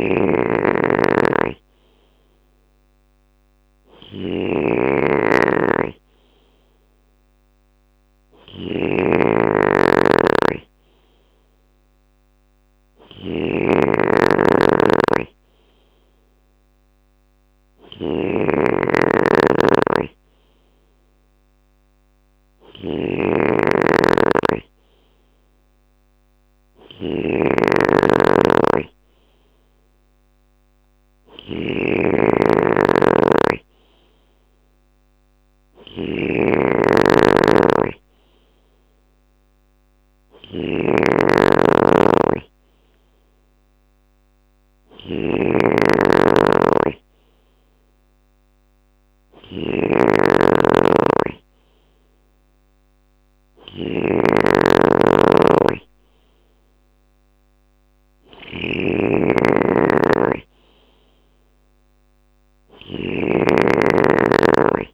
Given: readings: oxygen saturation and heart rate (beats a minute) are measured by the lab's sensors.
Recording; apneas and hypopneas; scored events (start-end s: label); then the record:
breathing in sleep by a microphone on the trachea; none
0.00-64.94 s: snoring (device-marked)
From the record:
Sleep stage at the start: N2 (light sleep); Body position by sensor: on the left side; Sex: male